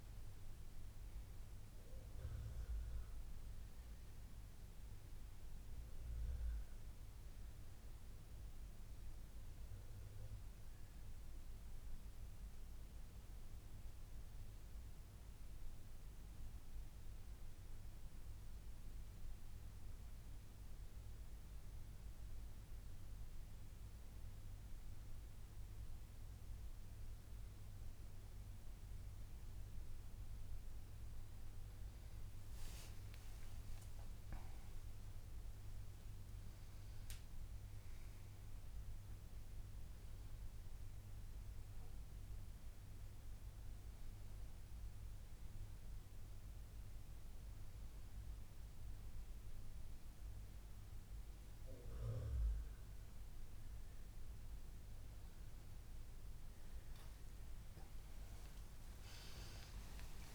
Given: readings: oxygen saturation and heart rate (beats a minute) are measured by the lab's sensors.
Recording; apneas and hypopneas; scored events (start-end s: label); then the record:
a person awake in a sleep study, hard to hear, by a room microphone; none
none scored
From the record:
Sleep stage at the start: awake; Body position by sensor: on the back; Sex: male